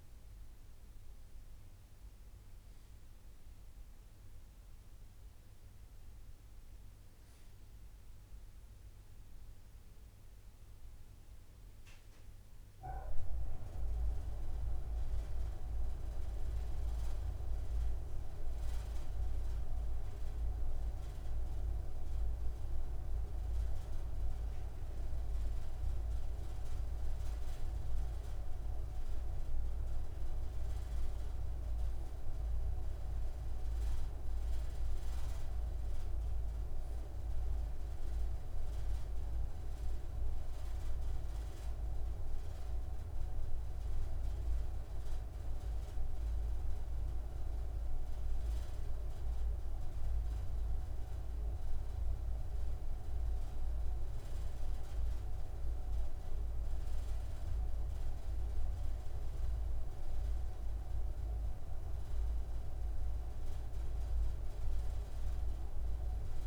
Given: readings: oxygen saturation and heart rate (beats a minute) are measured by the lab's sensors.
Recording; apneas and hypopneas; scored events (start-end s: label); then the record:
breathing in sleep by a room microphone; none
none scored
From the record:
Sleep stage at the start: N3 (deep sleep); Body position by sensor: on the right side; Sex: male